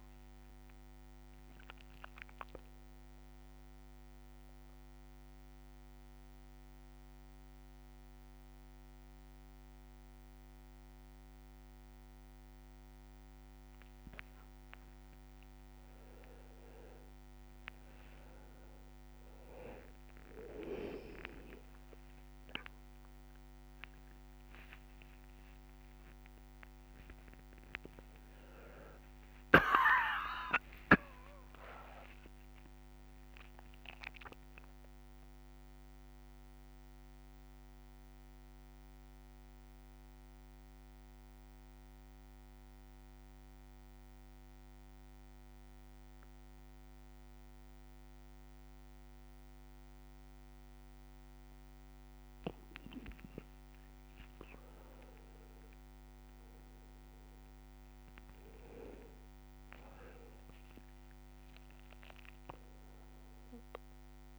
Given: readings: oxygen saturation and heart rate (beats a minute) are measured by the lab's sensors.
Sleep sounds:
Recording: a person awake in a sleep study, by a microphone on the trachea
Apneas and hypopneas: 1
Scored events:
14.50-16.50 s: long interval between heartbeats (device-marked, heart rate 76 before, 71 extreme)
18.50-35.50 s: tachycardia (device-marked, heart rate 62 before, 131 extreme)
20.50-22.50 s: long interval between heartbeats (device-marked, heart rate 73 before, 84 extreme)
24.00-26.00 s: long interval between heartbeats (device-marked, heart rate 73 before, 105 extreme)
26.00-28.00 s: long interval between heartbeats (device-marked, heart rate 76 before, 119 extreme)
29.50-31.50 s: long interval between heartbeats (device-marked, heart rate 87 before, 118 extreme)
35.50-42.50 s: bradycardia (device-marked)
40.00-50.50 s: central apnea (oxygen 100% before, 96% lowest, heart rate 111 before, 60 extreme, up 50 after)
42.50-64.39 s: new sleep stage, N1 (lightest sleep)
54.00-59.50 s: arousal
60.00-62.00 s: long interval between heartbeats (device-marked, heart rate 55 before, 85 extreme)
From the record:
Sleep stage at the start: awake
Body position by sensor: on the back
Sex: male

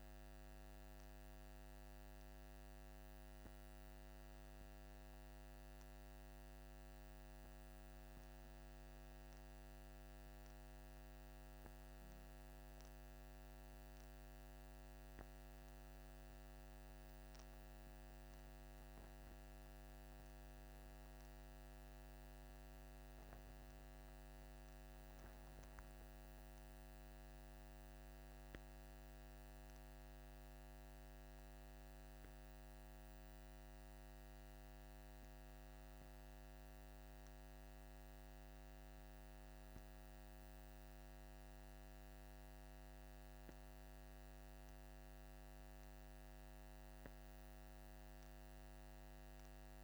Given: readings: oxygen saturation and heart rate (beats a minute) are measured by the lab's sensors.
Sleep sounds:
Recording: breathing in sleep, hard to hear, by a microphone on the trachea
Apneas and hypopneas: none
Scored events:
none scored
From the record:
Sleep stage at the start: N2 (light sleep)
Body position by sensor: on the back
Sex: male

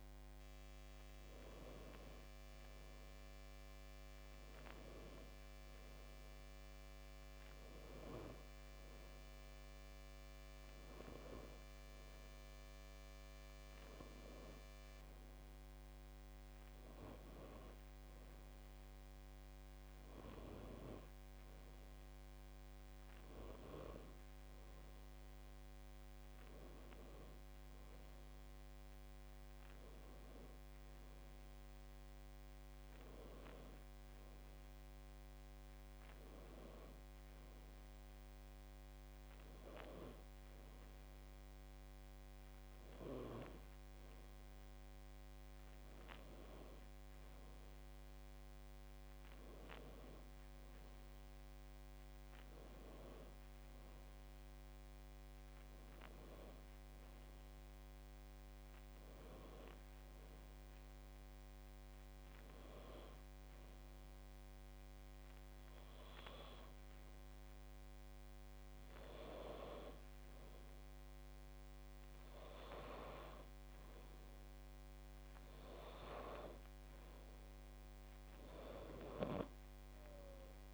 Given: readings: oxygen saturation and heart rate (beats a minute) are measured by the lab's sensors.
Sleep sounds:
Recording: breathing in sleep by a microphone on the trachea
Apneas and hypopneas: none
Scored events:
none scored
From the record:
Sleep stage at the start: N2 (light sleep)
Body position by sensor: on the back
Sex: female

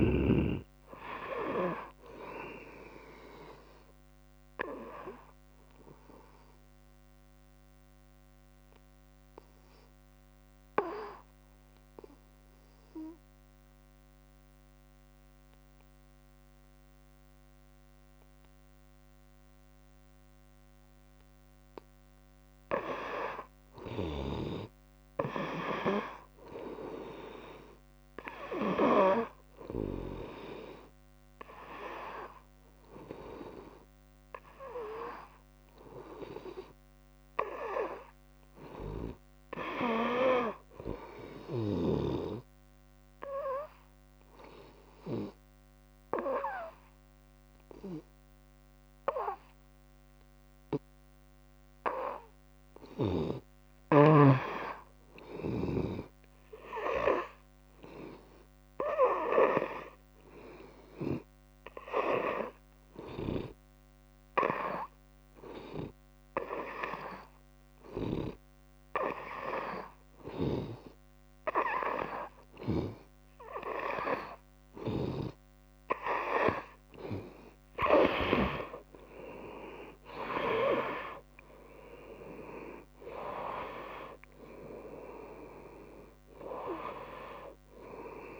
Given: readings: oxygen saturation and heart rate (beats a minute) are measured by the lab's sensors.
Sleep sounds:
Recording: breathing in sleep by a microphone on the trachea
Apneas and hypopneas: 3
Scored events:
0.00-12.50 s: oxygen desaturation (device-marked, oxygen 91% lowest, heart rate 61 extreme)
5.50-21.50 s: obstructive apnea (oxygen 97% before, 90% lowest, heart rate 71 before, 63 extreme, up 7 after)
25.00-29.00 s: arousal
30.50-43.50 s: oxygen desaturation (device-marked, oxygen 97% before, 93% lowest, heart rate 66 before, 63 extreme)
42.00-44.00 s: long interval between heartbeats (device-marked, heart rate 68 before, 71 extreme)
43.00-53.00 s: obstructive apnea (oxygen 97% before, 88% lowest, heart rate 69 before, 63 extreme, up 10 after)
54.50-58.00 s: arousal
61.50-88.40 s: oxygen desaturation (device-marked, oxygen 95% before, 88% lowest, heart rate 69 before, 71 extreme)
64.50-76.00 s: hypopnea (oxygen 96% before, 88% lowest, heart rate 69 before, 71 extreme, up 32 after)
76.50-80.50 s: tachycardia (device-marked, heart rate 73 before, 102 extreme)
77.50-80.50 s: arousal
79.50-81.50 s: long interval between heartbeats (device-marked, heart rate 72 before, 102 extreme)
From the record:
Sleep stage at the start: N2 (light sleep)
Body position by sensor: on the right side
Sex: female

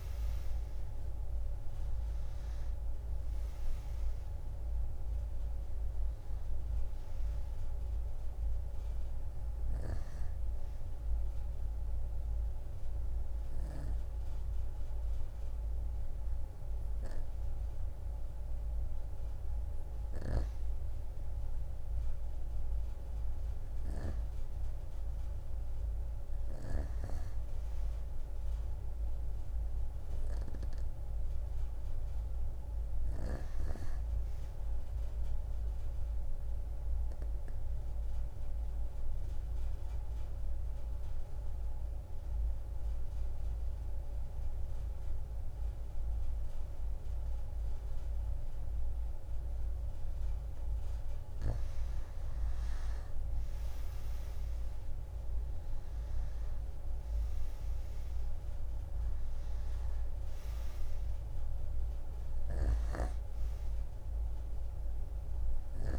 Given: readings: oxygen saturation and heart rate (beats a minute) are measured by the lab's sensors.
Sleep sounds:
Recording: breathing in sleep, hard to hear, by a room microphone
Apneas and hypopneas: 2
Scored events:
0.00-18.50 s: oxygen desaturation (device-marked, oxygen 87% lowest)
9.50-20.50 s: obstructive apnea (oxygen 97% before, 87% lowest)
23.00-27.00 s: arousal
35.50-50.50 s: obstructive apnea (oxygen 98% before, 88% lowest)
44.50-65.99 s: oxygen desaturation (device-marked, oxygen 95% before, 88% lowest)
52.50-56.50 s: arousal
From the record:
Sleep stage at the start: N2 (light sleep)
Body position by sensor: on the right side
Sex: female

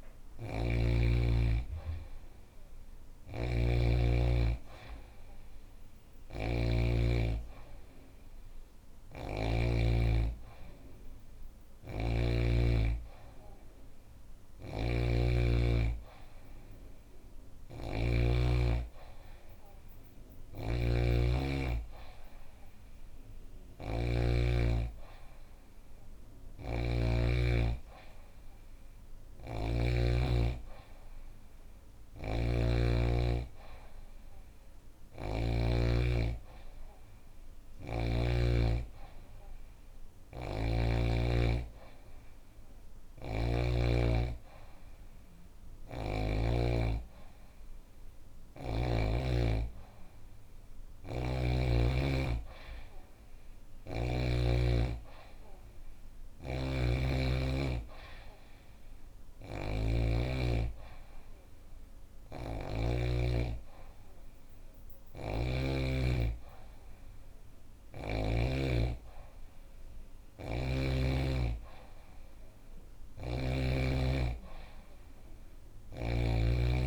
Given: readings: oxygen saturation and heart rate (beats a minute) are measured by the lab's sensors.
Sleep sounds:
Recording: breathing in sleep by a room microphone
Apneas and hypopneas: none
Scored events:
0.00-9.00 s: snoring (device-marked)
13.50-17.50 s: snoring (device-marked)
19.50-23.50 s: snoring (device-marked)
25.50-35.00 s: snoring (device-marked)
39.50-43.00 s: snoring (device-marked)
50.00-53.50 s: snoring (device-marked)
55.50-65.00 s: snoring (device-marked)
72.00-76.87 s: snoring (device-marked)
From the record:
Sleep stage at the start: N2 (light sleep)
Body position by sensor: on the back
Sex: female

